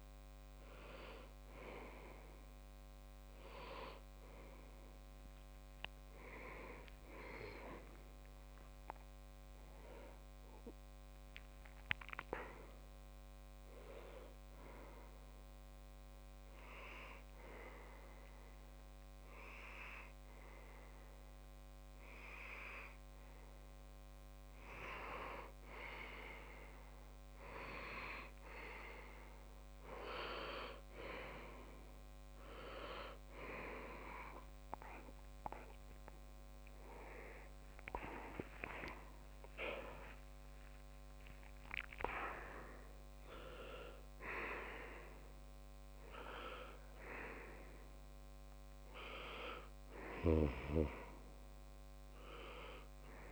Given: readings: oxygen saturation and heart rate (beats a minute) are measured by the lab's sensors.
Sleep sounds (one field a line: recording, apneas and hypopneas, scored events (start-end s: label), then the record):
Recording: breathing in sleep by a microphone on the trachea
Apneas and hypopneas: 1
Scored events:
6.50-9.50 s: arousal
12.50-26.00 s: obstructive apnea (oxygen 99% before, 96% lowest)
37.50-41.00 s: arousal
From the record:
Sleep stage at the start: N2 (light sleep)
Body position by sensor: on the left side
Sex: male